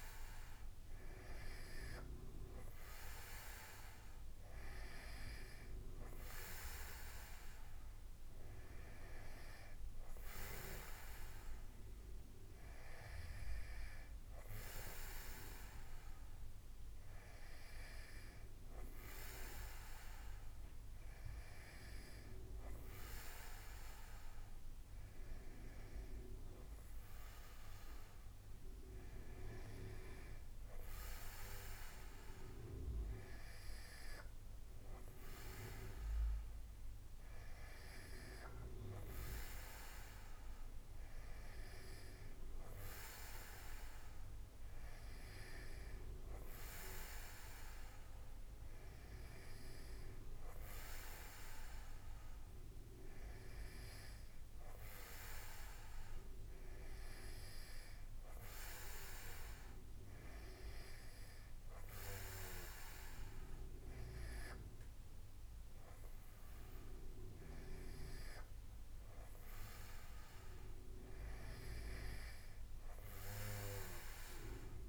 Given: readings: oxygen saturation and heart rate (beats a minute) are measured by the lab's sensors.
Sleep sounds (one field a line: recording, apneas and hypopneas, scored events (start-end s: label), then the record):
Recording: breathing in sleep by a room microphone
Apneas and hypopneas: none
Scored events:
none scored
From the record:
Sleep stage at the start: N2 (light sleep)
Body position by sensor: on the back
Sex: male